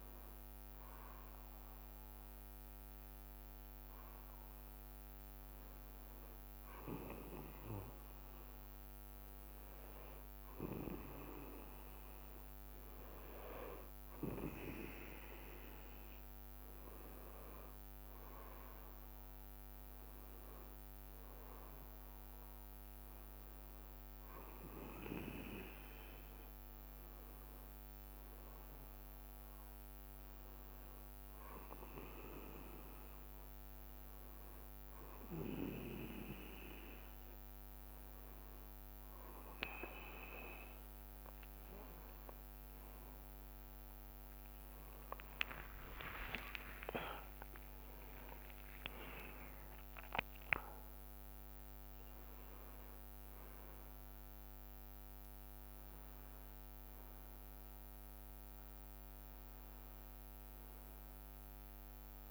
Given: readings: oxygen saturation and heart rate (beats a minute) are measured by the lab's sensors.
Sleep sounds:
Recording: breathing in sleep by a microphone on the trachea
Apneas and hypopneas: none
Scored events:
3.00-11.00 s: leg movement (device-marked)
14.50-25.00 s: leg movement (device-marked)
27.50-34.00 s: leg movement (device-marked)
36.00-42.00 s: leg movement (device-marked)
44.00-52.00 s: leg movement (device-marked)
45.00-51.00 s: arousal
From the record:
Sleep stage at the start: N2 (light sleep)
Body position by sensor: on the back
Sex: male

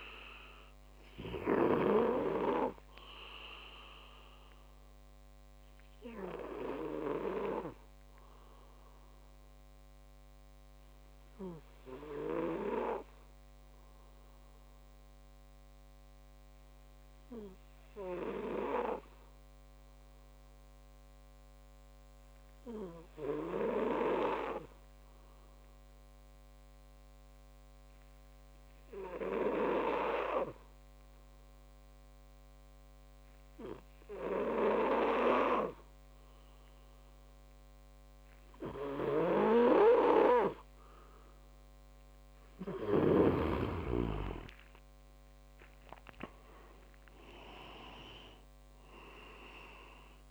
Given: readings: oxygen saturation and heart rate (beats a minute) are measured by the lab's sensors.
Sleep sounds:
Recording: breathing in sleep by a microphone on the trachea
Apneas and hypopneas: 1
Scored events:
0.00-2.00 s: snoring (device-marked)
0.00-17.00 s: oxygen desaturation (device-marked, oxygen 92% lowest)
6.00-41.50 s: obstructive apnea (oxygen 98% before, 91% lowest)
33.00-50.31 s: oxygen desaturation (device-marked, oxygen 97% before, 91% lowest)
39.00-43.50 s: snoring (device-marked)
44.00-48.50 s: arousal
46.50-49.00 s: leg movement (device-marked)
From the record:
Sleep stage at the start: N2 (light sleep)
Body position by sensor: on the back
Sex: male

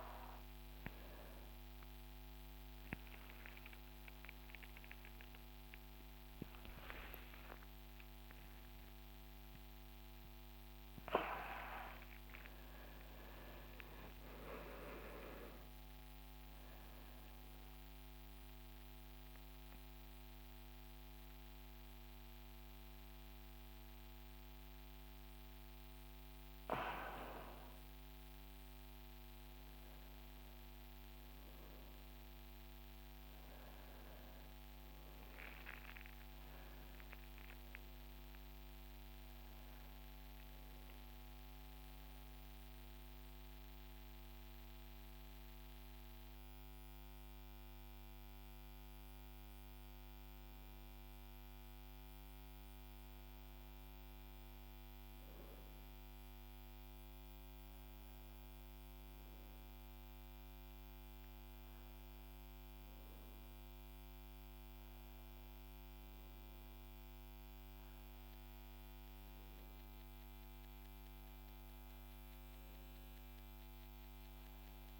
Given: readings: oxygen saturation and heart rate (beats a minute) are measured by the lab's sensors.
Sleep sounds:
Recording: a person awake in a sleep study, by a microphone on the trachea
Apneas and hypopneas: none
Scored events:
73.00-75.00 s: oxygen desaturation (device-marked, oxygen 99% before, 95% lowest, heart rate 59 before, 54 extreme)
From the record:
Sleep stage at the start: awake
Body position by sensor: on the right side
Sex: male

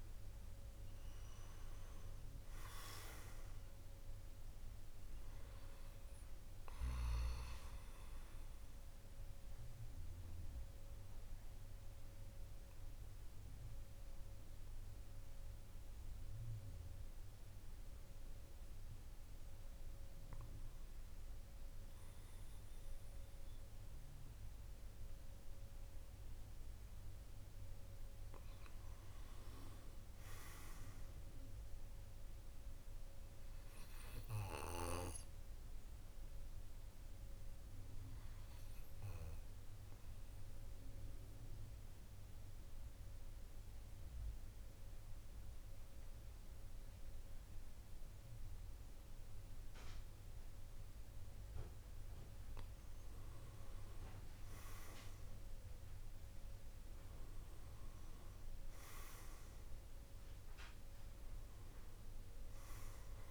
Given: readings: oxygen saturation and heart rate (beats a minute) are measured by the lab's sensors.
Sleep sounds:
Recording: breathing in sleep by a room microphone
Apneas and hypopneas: 2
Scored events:
0.00-2.00 s: arousal
0.00-20.50 s: oxygen desaturation (device-marked, oxygen 90% lowest, heart rate 47 extreme)
8.00-26.50 s: mixed apnea (oxygen 99% before, 90% lowest, heart rate 54 before, 47 extreme, up 7 after)
29.00-32.00 s: arousal
40.00-51.00 s: obstructive apnea (oxygen 98% before, 92% lowest, heart rate 52 before, 47 extreme, up 8 after)
54.00-59.00 s: arousal
61.50-63.31 s: oxygen desaturation (device-marked, oxygen 97% before, 92% lowest, heart rate 51 before, 47 extreme)
From the record:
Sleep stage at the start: N2 (light sleep)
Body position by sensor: on the back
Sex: male

